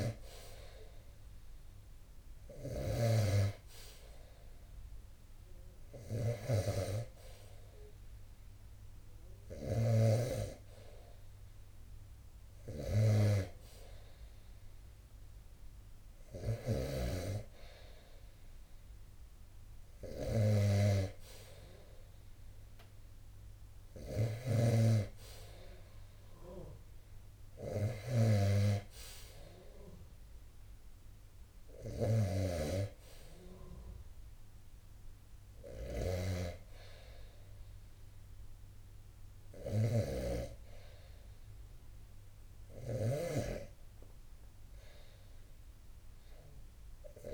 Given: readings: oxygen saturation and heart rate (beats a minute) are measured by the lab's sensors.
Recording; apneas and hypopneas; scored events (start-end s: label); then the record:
breathing in sleep by a room microphone; none
0.00-9.00 s: snoring (device-marked)
23.00-47.34 s: snoring (device-marked)
From the record:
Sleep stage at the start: N2 (light sleep); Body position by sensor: on the right side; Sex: male